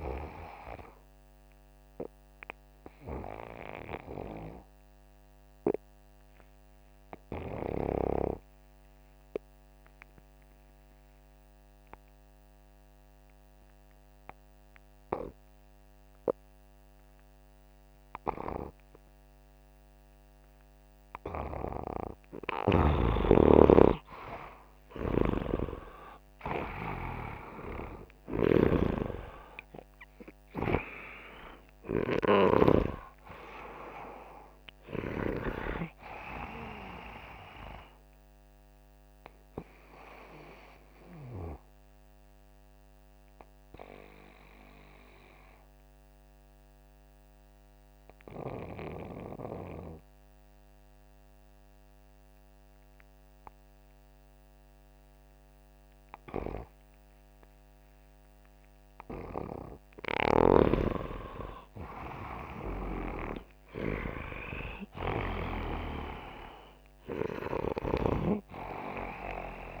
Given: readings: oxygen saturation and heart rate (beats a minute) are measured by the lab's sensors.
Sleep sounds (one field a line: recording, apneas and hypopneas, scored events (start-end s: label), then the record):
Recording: breathing in sleep by a microphone on the trachea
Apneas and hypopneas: 2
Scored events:
0.00-11.50 s: oxygen desaturation (device-marked, oxygen 94% lowest, heart rate 61 extreme)
0.50-21.00 s: obstructive apnea (oxygen 99% before, 89% lowest, heart rate 63 before, 59 extreme, up 6 after)
22.50-26.00 s: arousal
38.00-58.50 s: obstructive apnea (oxygen 98% before, 89% lowest, heart rate 64 before, 59 extreme, up 9 after)
40.50-54.50 s: oxygen desaturation (device-marked, oxygen 95% before, 89% lowest, heart rate 65 before, 59 extreme)
59.50-64.50 s: arousal
From the record:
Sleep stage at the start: N2 (light sleep)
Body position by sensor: upright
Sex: male